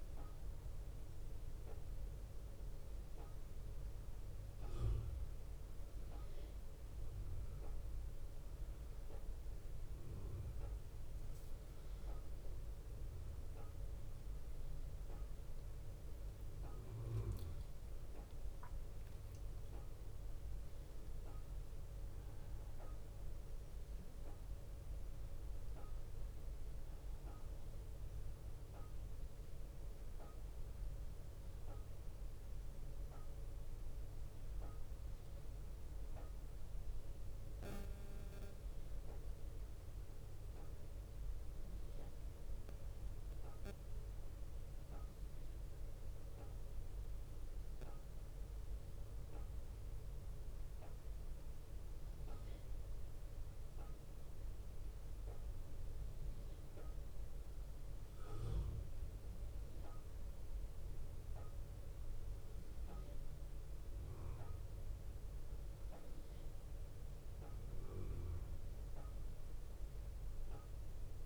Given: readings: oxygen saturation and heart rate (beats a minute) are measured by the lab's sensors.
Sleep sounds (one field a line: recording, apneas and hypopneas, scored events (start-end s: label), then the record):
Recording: breathing in sleep, hard to hear, by a room microphone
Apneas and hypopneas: none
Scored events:
14.00-19.00 s: arousal
From the record:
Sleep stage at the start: N1 (lightest sleep)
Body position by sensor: on the right side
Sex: male